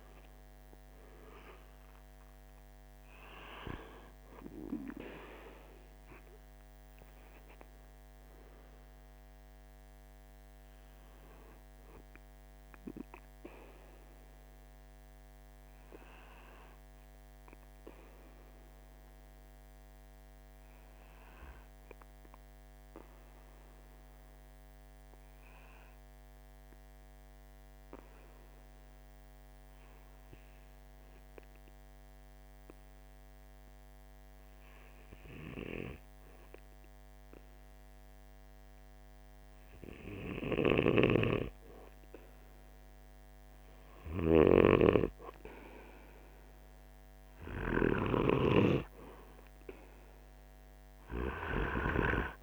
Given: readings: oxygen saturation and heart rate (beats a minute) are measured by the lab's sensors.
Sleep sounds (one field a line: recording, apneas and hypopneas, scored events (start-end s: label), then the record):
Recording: breathing in sleep by a microphone on the trachea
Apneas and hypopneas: 1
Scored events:
0.00-27.00 s: oxygen desaturation (device-marked, oxygen 93% lowest, heart rate 44 extreme)
17.00-41.00 s: obstructive apnea (oxygen 97% before, 94% lowest, heart rate 48 before, 45 extreme, up 2 after)
43.50-48.00 s: arousal
44.00-52.00 s: snoring (device-marked)
50.00-52.43 s: oxygen desaturation (device-marked, oxygen 97% before, 94% lowest, heart rate 47 before, 44 extreme)
From the record:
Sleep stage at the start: N2 (light sleep)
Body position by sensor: on the right side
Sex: male